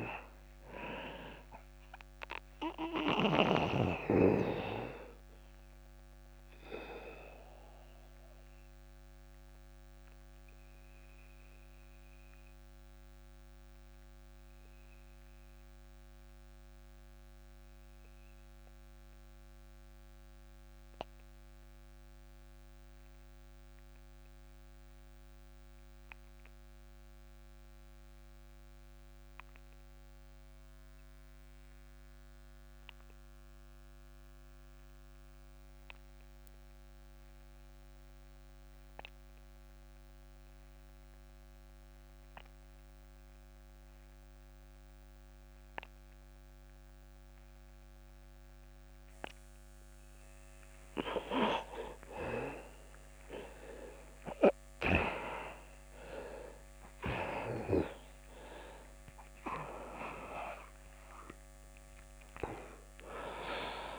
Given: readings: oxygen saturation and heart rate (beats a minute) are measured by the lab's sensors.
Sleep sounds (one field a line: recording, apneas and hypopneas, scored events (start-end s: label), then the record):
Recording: breathing in sleep by a microphone on the trachea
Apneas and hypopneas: 1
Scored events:
0.00-25.50 s: oxygen desaturation (device-marked, oxygen 83% lowest)
2.50-49.00 s: obstructive apnea (oxygen 99% before, 83% lowest)
47.50-63.99 s: oxygen desaturation (device-marked, oxygen 98% before, 85% lowest)
53.00-58.00 s: arousal
From the record:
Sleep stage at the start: N2 (light sleep)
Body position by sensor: on the back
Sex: male